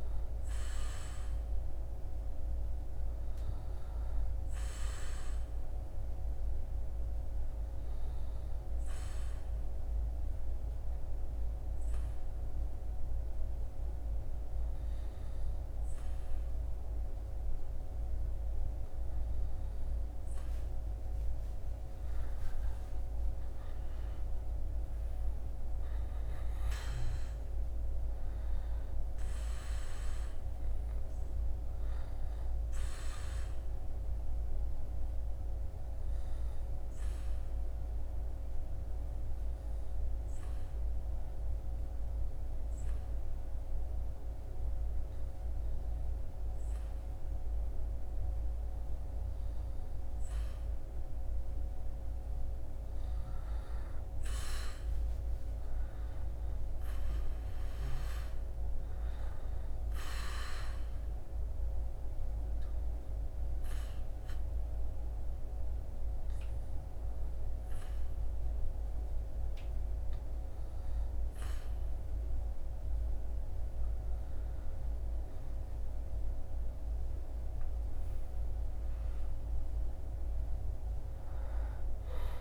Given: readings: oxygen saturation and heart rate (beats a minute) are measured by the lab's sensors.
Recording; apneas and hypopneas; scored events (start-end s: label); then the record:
breathing in sleep, hard to hear, by a room microphone; 3
0.00-1.50 s: arousal
7.00-21.00 s: obstructive apnea (oxygen 97% before, 95% lowest, heart rate 68 before, 68 extreme, up 12 after)
24.00-29.00 s: arousal
34.00-50.50 s: obstructive apnea (oxygen 98% before, 95% lowest, heart rate 73 before, 68 extreme, up 9 after)
53.00-56.00 s: arousal
61.00-71.50 s: obstructive apnea (oxygen 98% before, 95% lowest, heart rate 72 before, 65 extreme, up 9 after)
73.50-77.50 s: arousal
From the record:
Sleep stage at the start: N2 (light sleep); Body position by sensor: on the back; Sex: male